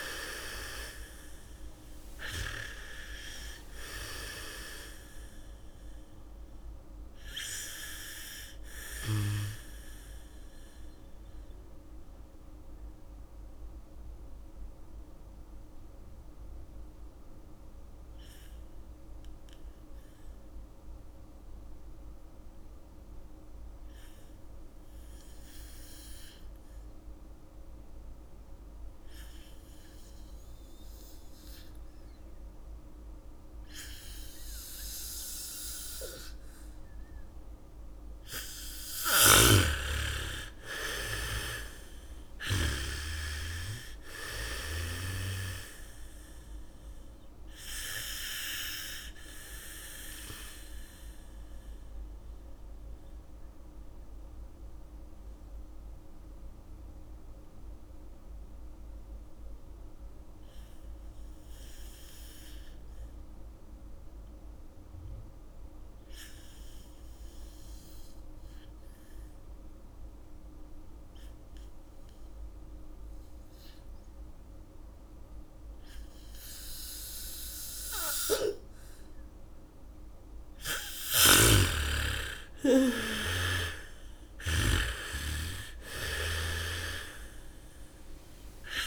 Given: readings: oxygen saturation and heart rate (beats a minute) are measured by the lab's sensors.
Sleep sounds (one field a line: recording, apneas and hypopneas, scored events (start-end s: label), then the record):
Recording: breathing in sleep by a room microphone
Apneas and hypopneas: 2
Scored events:
0.00-1.50 s: arousal
0.00-22.00 s: oxygen desaturation (device-marked, oxygen 83% lowest, heart rate 57 extreme)
10.50-39.00 s: mixed apnea (oxygen 96% before, 83% lowest, heart rate 67 before, 57 extreme, up 16 after)
35.00-38.00 s: bradycardia (device-marked, heart rate 71 before, 62 extreme)
35.00-65.00 s: oxygen desaturation (device-marked, oxygen 99% before, 83% lowest, heart rate 75 before, 55 extreme)
39.00-43.00 s: snoring (device-marked)
40.00-45.00 s: arousal
49.00-81.00 s: mixed apnea (oxygen 99% before, 81% lowest, heart rate 65 before, 55 extreme, up 8 after)
67.00-88.87 s: oxygen desaturation (device-marked, oxygen 99% before, 81% lowest, heart rate 82 before, 40 extreme)
77.00-79.00 s: bradycardia (device-marked, heart rate 71 before, 60 extreme)
81.00-85.00 s: bradycardia (device-marked, heart rate 71 before, 55 extreme)
82.00-88.00 s: arousal
From the record:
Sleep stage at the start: N2 (light sleep)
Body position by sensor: on the back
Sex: female